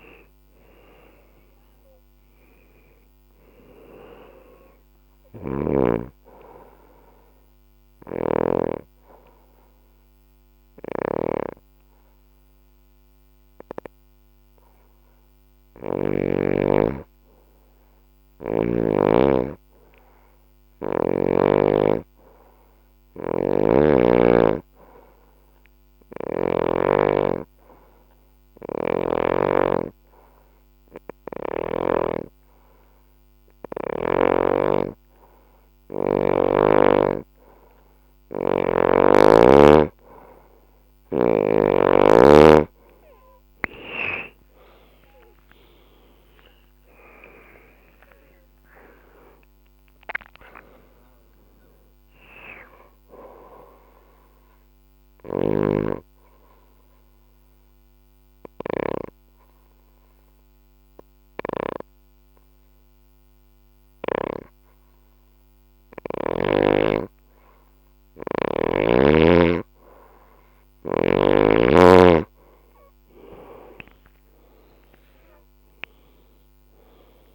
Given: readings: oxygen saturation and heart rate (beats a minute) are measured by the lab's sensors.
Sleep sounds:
breathing in sleep by a microphone on the trachea; 2
0.00-1.00 s: arousal
0.00-15.00 s: oxygen desaturation (device-marked, oxygen 90% lowest, heart rate 56 extreme)
6.50-38.00 s: obstructive apnea (oxygen 98% before, 89% lowest, heart rate 68 before, 56 extreme, up 7 after)
7.00-14.00 s: bradycardia (device-marked, heart rate 67 before, 56 extreme)
28.00-31.50 s: snoring (device-marked)
28.00-60.00 s: oxygen desaturation (device-marked, oxygen 98% before, 89% lowest, heart rate 61 before, 58 extreme)
45.00-50.50 s: arousal
54.00-70.00 s: obstructive apnea (oxygen 96% before, 91% lowest, heart rate 72 before, 56 extreme, up 11 after)
54.50-64.00 s: snoring (device-marked)
56.00-60.00 s: bradycardia (device-marked, heart rate 67 before, 59 extreme)
73.50-77.35 s: arousal
76.00-77.35 s: oxygen desaturation (device-marked, oxygen 98% before, 91% lowest, heart rate 62 before, 56 extreme)
From the record:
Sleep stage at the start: N2 (light sleep); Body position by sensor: on the left side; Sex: female

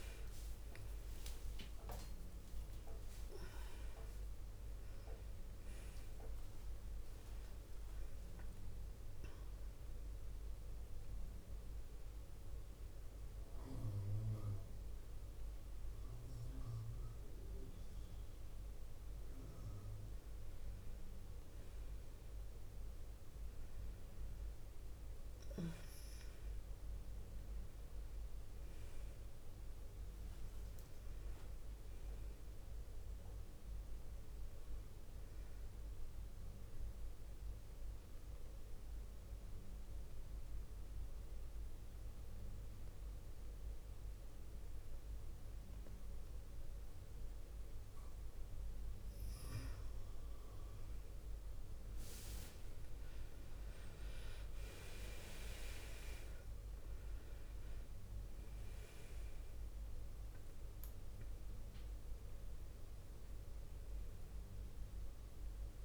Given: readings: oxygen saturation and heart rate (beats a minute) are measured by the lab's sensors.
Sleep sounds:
a person partly awake in a sleep study, by a room microphone; 1
0.00-11.50 s: oxygen desaturation (device-marked, oxygen 89% lowest, heart rate 51 extreme)
23.50-65.85 s: new sleep stage, N2 (light sleep)
37.00-48.00 s: obstructive apnea (oxygen 100% before, 89% lowest, heart rate 55 before, 53 extreme, up 4 after)
52.50-65.85 s: oxygen desaturation (device-marked, oxygen 96% before, 89% lowest, heart rate 57 before, 52 extreme)
53.00-57.50 s: arousal
From the record:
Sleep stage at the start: awake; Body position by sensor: on the left side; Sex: female

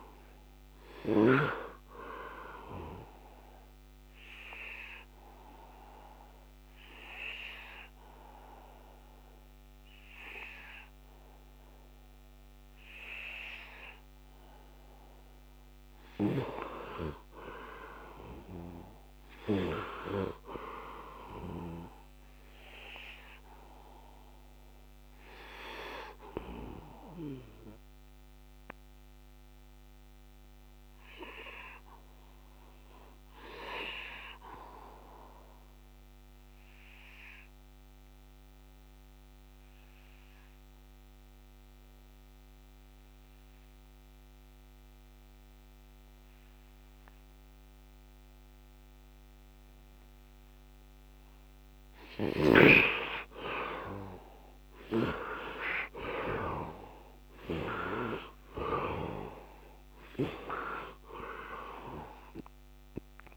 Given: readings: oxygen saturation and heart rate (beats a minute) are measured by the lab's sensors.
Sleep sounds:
breathing in sleep by a microphone on the trachea; 1
0.00-1.00 s: snoring (device-marked)
0.00-12.00 s: oxygen desaturation (device-marked, oxygen 86% lowest, heart rate 73 extreme)
16.50-20.00 s: arousal
26.00-33.00 s: oxygen desaturation (device-marked, oxygen 97% before, 90% lowest, heart rate 81 before, 73 extreme)
26.50-49.50 s: obstructive apnea (oxygen 97% before, 75% lowest, heart rate 81 before, 73 extreme, up 8 after)
44.00-63.37 s: oxygen desaturation (device-marked, oxygen 98% before, 75% lowest, heart rate 78 before, 77 extreme)
52.00-57.00 s: arousal
From the record:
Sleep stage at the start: N2 (light sleep); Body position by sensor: on the right side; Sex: male

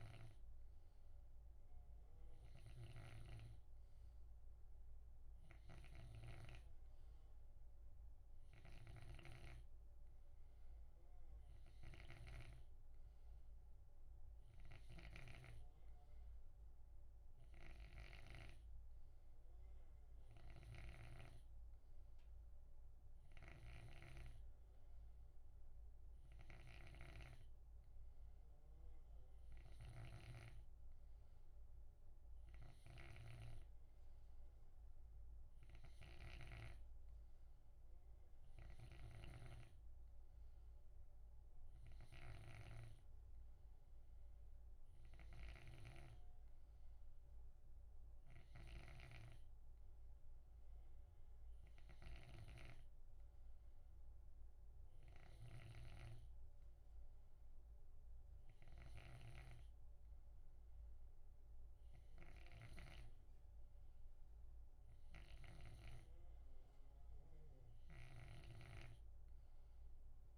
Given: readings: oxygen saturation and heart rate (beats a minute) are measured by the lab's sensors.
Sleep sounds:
breathing in sleep by a room microphone; none
0.00-36.50 s: snoring (device-marked)
38.50-70.38 s: snoring (device-marked)
From the record:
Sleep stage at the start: N2 (light sleep); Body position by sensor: on the left side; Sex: male

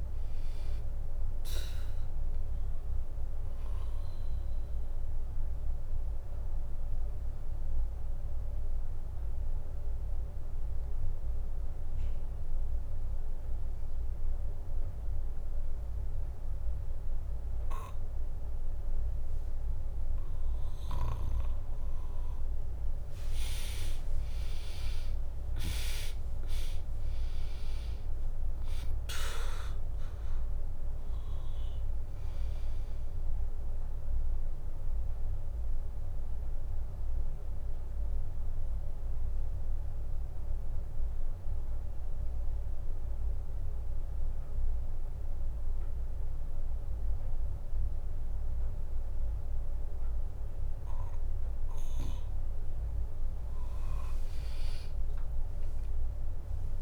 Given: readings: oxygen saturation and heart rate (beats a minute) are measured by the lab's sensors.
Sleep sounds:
breathing in sleep by a room microphone; 2
0.00-2.00 s: drop in pulse transit time (device-marked, heart rate 62 extreme)
0.00-18.00 s: oxygen desaturation (device-marked, oxygen 95% lowest, heart rate 58 extreme)
4.50-19.00 s: obstructive apnea (oxygen 99% before, 95% lowest, heart rate 70 before, 58 extreme)
19.00-21.00 s: bradycardia (device-marked, heart rate 68 before, 63 extreme)
22.00-33.00 s: drop in pulse transit time (device-marked, heart rate 71 before, 58 extreme)
23.00-27.50 s: arousal
33.50-51.50 s: obstructive apnea (oxygen 100% before, 96% lowest, heart rate 65 before, 61 extreme)
55.00-56.82 s: arousal
55.00-56.82 s: drop in pulse transit time (device-marked, heart rate 65 before, 61 extreme)
From the record:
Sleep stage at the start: N2 (light sleep); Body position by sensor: on the back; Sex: female

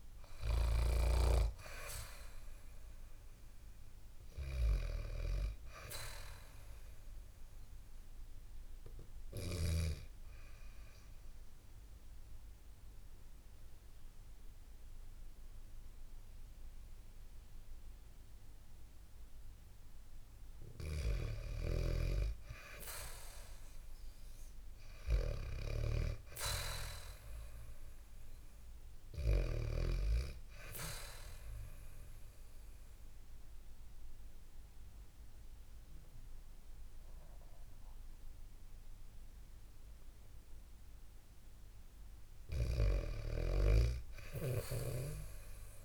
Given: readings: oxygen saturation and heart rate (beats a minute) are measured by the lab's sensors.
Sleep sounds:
breathing in sleep by a room microphone; 2
0.00-17.00 s: oxygen desaturation (device-marked, oxygen 88% lowest, heart rate 59 extreme)
9.00-20.00 s: obstructive apnea (oxygen 99% before, 90% lowest, heart rate 70 before, 67 extreme, up 1 after)
22.00-25.00 s: arousal
31.00-41.50 s: obstructive apnea (oxygen 100% before, 89% lowest, heart rate 72 before, 67 extreme, up 6 after)
44.00-45.85 s: arousal
From the record:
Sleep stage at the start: N2 (light sleep); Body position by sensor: on the back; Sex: female

